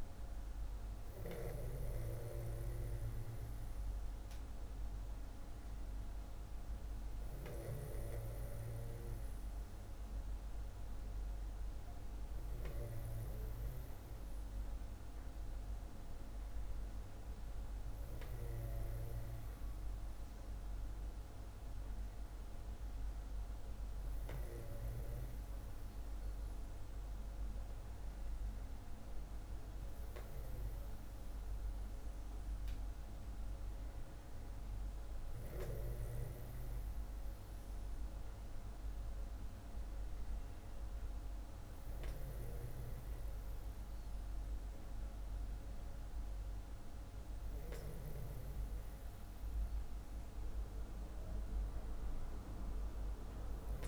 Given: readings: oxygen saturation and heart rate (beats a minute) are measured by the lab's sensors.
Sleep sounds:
breathing in sleep, hard to hear, by a room microphone; none
none scored
From the record:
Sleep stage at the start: N2 (light sleep); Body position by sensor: on the back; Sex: male

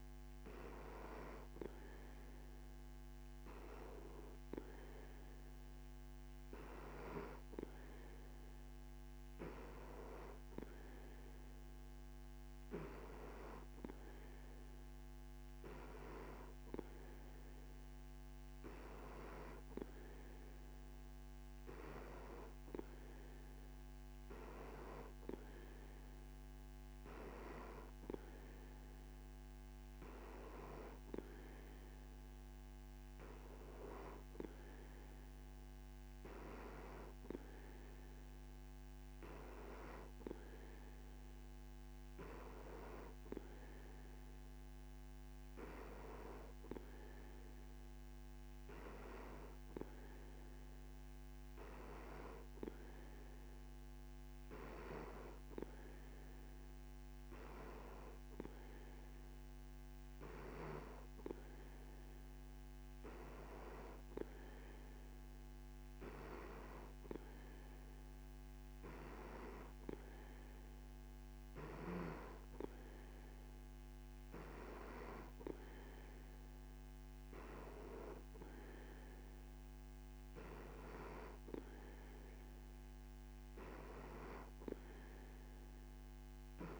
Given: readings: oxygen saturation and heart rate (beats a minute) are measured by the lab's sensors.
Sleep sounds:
breathing in sleep by a microphone on the trachea; none
none scored
From the record:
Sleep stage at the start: N3 (deep sleep); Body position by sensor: on the back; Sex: male

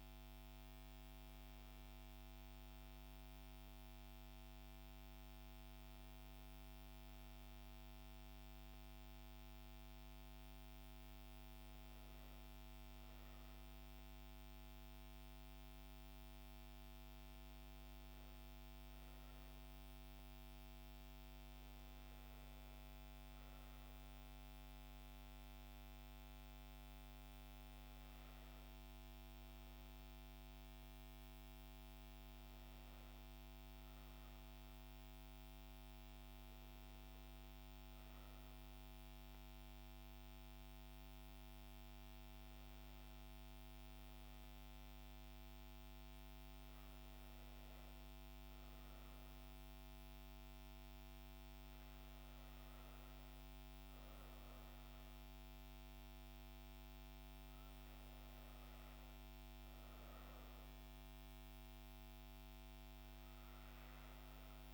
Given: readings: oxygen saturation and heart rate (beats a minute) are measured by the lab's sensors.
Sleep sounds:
breathing in sleep, hard to hear, by a microphone on the trachea; none
none scored
From the record:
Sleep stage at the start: N2 (light sleep); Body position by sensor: on the back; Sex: female

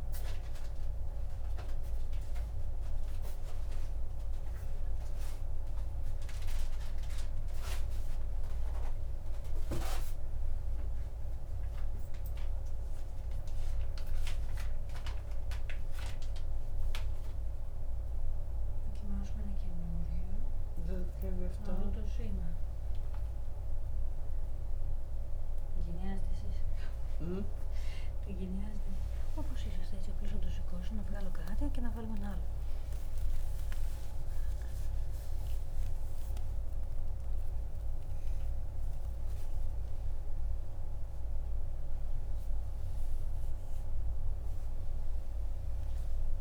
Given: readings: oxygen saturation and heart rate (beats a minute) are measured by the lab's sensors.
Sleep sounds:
a person awake in a sleep study, by a room microphone; none
21.00-27.50 s: snoring (device-marked)
From the record:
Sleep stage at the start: awake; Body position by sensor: on the right side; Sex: female

